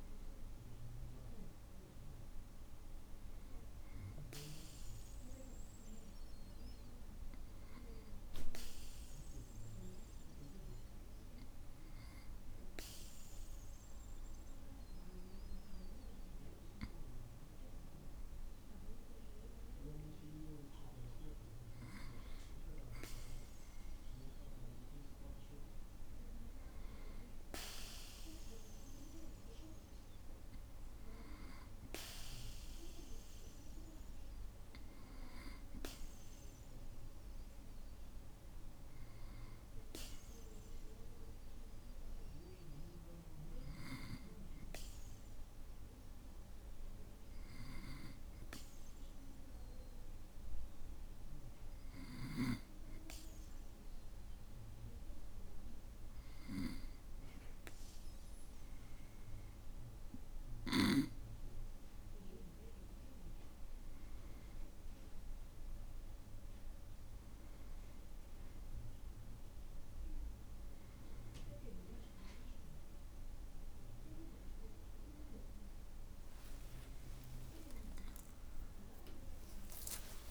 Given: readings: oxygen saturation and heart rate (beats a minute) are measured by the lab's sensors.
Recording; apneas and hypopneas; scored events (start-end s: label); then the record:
breathing in sleep by a room microphone; 2
9.00-20.50 s: hypopnea (oxygen 97% before, 96% lowest, heart rate 55 before, 54 extreme, up 6 after)
24.00-27.50 s: arousal
49.50-62.00 s: obstructive apnea (oxygen 98% before, 95% lowest, heart rate 56 before, 56 extreme, up 4 after)
64.50-69.50 s: arousal
From the record:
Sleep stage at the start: N2 (light sleep); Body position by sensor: on the back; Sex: male